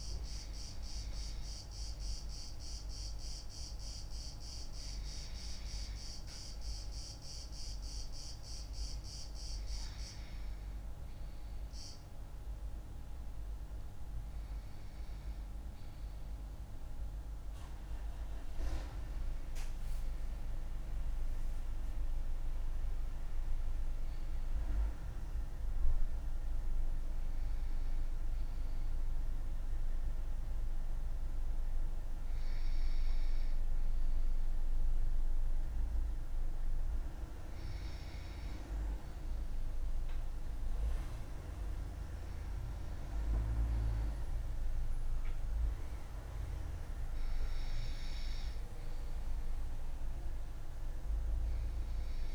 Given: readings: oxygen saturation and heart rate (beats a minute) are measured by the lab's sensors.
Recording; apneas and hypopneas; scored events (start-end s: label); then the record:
breathing in sleep, hard to hear, by a room microphone; none
21.00-24.00 s: arousal
From the record:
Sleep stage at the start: N2 (light sleep); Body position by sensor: on the left side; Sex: female